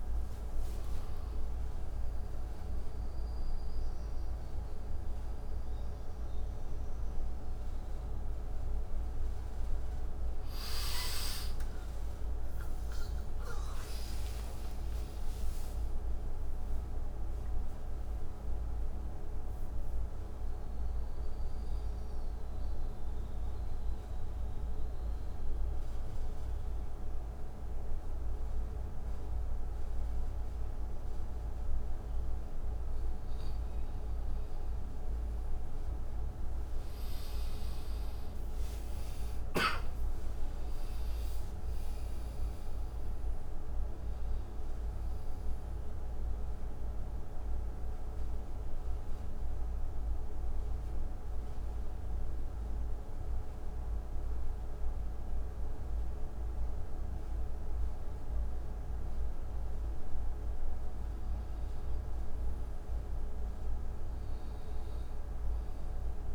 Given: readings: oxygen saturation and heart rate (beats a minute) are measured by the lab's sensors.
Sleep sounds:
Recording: a person partly awake in a sleep study, hard to hear, by a room microphone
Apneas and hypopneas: 2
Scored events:
0.00-6.50 s: oxygen desaturation (device-marked, oxygen 90% lowest, heart rate 60 extreme)
21.50-34.50 s: mixed apnea (oxygen 97% before, 89% lowest, heart rate 99 before, 60 extreme, up 43 after)
21.50-51.50 s: new sleep stage, N1 (lightest sleep)
37.00-42.00 s: arousal
38.50-53.50 s: oxygen desaturation (device-marked, oxygen 97% before, 91% lowest, heart rate 74 before, 63 extreme)
49.50-61.00 s: mixed apnea (oxygen 97% before, 89% lowest, heart rate 80 before, 64 extreme, up 12 after)
51.50-66.35 s: new sleep stage, N2 (light sleep)
62.50-65.00 s: arousal
From the record:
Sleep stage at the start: awake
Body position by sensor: on the back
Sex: male

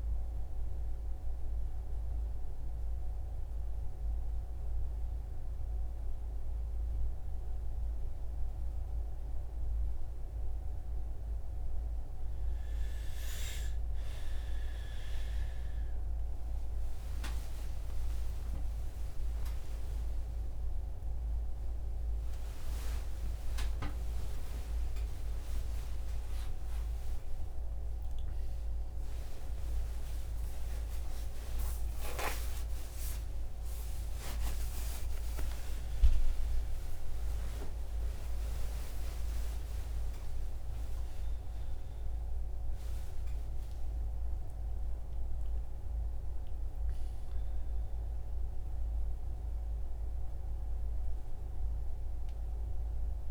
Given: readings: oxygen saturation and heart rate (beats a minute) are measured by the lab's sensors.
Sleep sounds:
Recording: a person awake in a sleep study, by a room microphone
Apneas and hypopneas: none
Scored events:
20.00-50.00 s: new sleep stage, awake
45.00-53.31 s: oxygen desaturation (device-marked, oxygen 97% before, 94% lowest, heart rate 106 before, 68 extreme)
50.00-53.31 s: new sleep stage, N1 (lightest sleep)
From the record:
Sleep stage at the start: N1 (lightest sleep)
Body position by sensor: on the right side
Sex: male

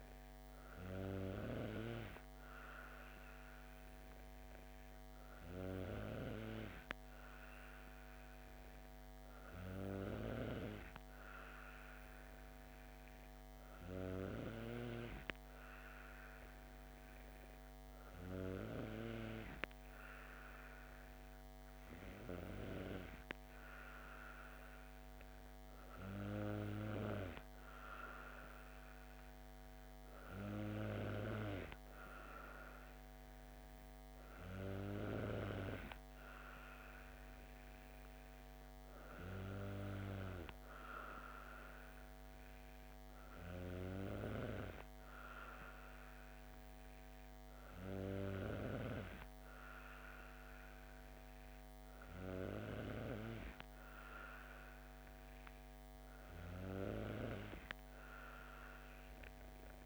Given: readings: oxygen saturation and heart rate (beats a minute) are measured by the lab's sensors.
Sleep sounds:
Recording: breathing in sleep by a microphone on the trachea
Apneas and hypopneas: none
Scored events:
none scored
From the record:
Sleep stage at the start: N2 (light sleep)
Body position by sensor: on the back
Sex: female

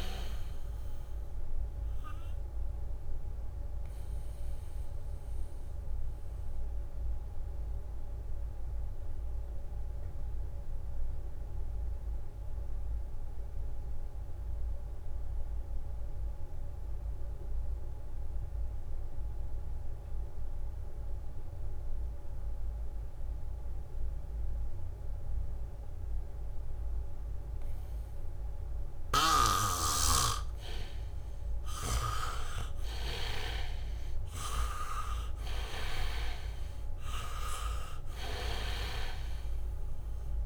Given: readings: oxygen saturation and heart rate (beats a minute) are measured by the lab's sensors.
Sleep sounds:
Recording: breathing in sleep by a room microphone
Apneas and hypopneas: 1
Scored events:
0.00-15.50 s: oxygen desaturation (device-marked, oxygen 78% lowest, heart rate 61 extreme)
2.50-28.00 s: mixed apnea (oxygen 99% before, 77% lowest, heart rate 67 before, 61 extreme, up 0 after)
23.00-26.50 s: leg movement (device-marked)
24.50-40.46 s: oxygen desaturation (device-marked, oxygen 98% before, 77% lowest, heart rate 71 before, 61 extreme)
29.00-30.50 s: leg movement (device-marked)
32.50-39.50 s: leg movement (device-marked)
33.50-38.00 s: arousal
From the record:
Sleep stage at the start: N2 (light sleep)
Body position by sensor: on the back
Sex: male

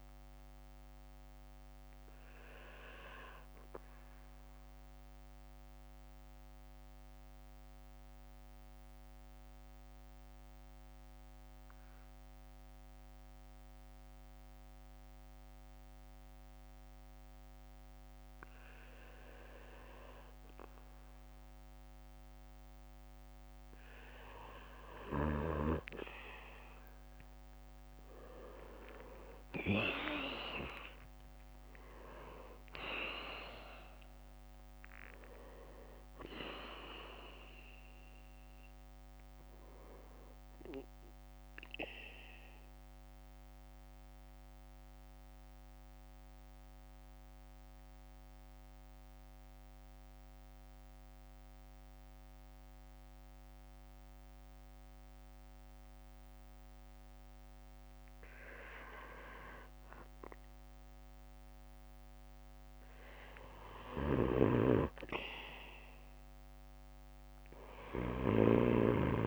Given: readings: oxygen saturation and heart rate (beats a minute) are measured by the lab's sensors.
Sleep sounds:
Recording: breathing in sleep by a microphone on the trachea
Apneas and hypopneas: 2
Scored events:
4.00-20.00 s: central apnea (oxygen 97% before, 94% lowest, heart rate 63 before, 55 extreme, up 11 after)
7.00-9.00 s: bradycardia (device-marked, heart rate 62 before, 58 extreme)
24.00-28.00 s: arousal
41.00-58.50 s: central apnea (oxygen 96% before, 94% lowest, heart rate 64 before, 56 extreme, up 11 after)
43.00-47.00 s: bradycardia (device-marked, heart rate 62 before, 59 extreme)
61.50-66.00 s: arousal
From the record:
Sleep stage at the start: N2 (light sleep)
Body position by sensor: on the back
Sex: male

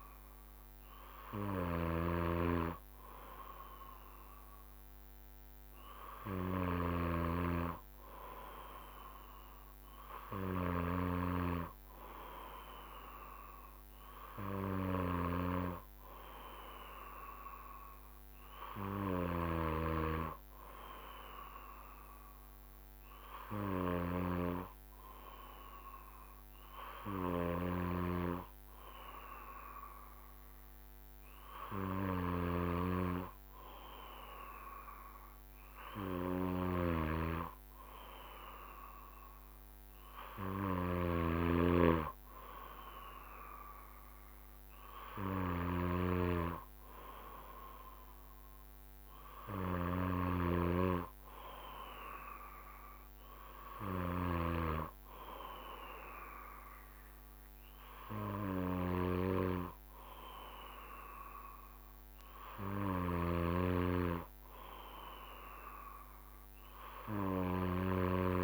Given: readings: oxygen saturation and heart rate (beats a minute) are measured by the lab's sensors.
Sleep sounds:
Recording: breathing in sleep by a microphone on the trachea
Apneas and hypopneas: none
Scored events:
none scored
From the record:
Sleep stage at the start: N2 (light sleep)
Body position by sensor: on the back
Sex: male

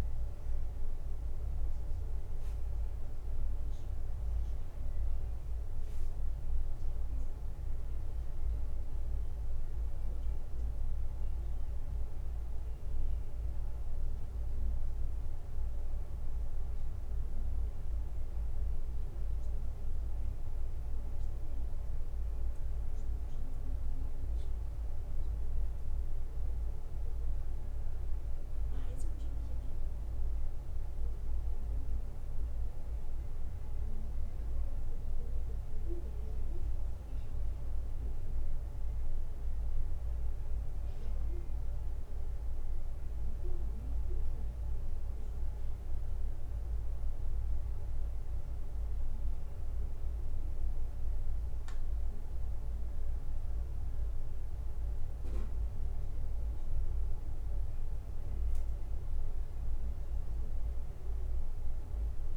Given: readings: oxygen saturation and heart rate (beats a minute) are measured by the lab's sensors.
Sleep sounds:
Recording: a person awake in a sleep study, hard to hear, by a room microphone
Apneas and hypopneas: none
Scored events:
none scored
From the record:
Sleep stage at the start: awake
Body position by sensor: on the back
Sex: male

